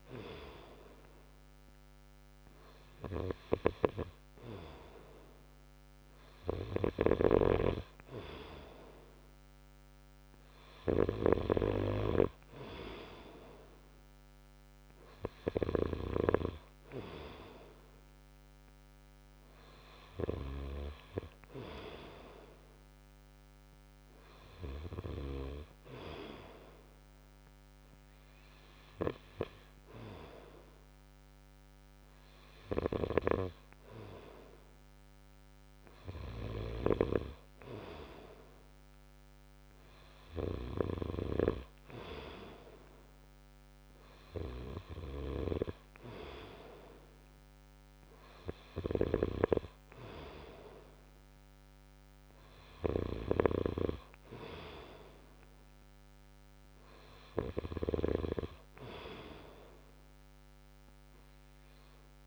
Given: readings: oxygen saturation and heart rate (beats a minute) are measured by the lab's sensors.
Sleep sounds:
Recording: breathing in sleep by a microphone on the trachea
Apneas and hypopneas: none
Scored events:
7.00-16.00 s: snoring (device-marked)
From the record:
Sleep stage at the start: N2 (light sleep)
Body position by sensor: on the right side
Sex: male

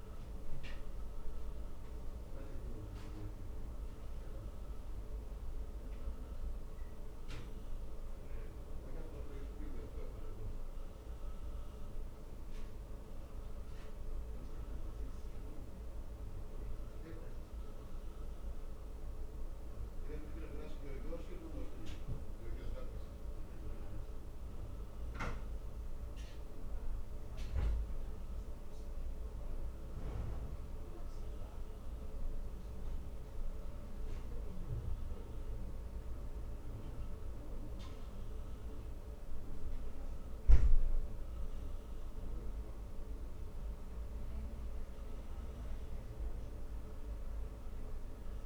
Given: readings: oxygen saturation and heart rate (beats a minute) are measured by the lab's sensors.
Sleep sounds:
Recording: a person awake in a sleep study, by a room microphone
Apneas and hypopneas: none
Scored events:
none scored
From the record:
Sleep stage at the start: awake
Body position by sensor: on the back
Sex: male

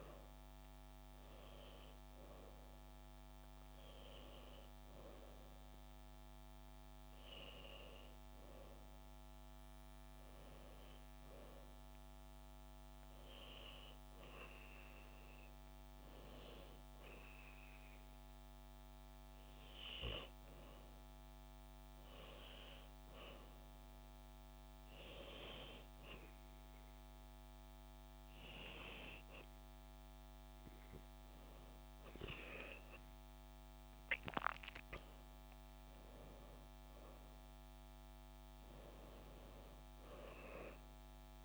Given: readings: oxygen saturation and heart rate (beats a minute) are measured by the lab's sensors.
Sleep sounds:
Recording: a person partly awake in a sleep study, by a microphone on the trachea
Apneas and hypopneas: none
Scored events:
13.00-41.45 s: new sleep stage, N2 (light sleep)
From the record:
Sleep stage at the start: awake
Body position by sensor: on the back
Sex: female

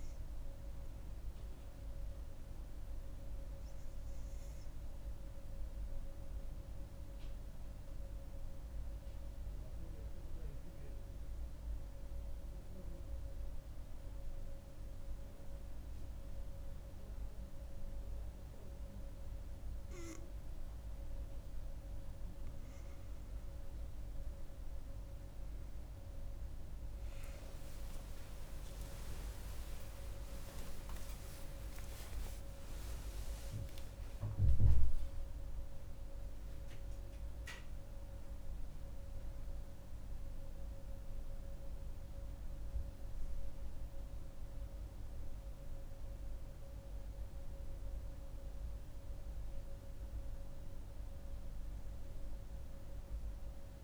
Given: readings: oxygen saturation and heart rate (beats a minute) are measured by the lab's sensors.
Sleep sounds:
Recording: breathing in sleep, hard to hear, by a room microphone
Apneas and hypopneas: 1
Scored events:
6.50-22.00 s: obstructive apnea (oxygen 97% before, 93% lowest)
23.50-47.50 s: oxygen desaturation (device-marked, oxygen 97% before, 93% lowest)
27.50-32.50 s: arousal
From the record:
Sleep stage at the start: N2 (light sleep)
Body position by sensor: on the right side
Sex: female

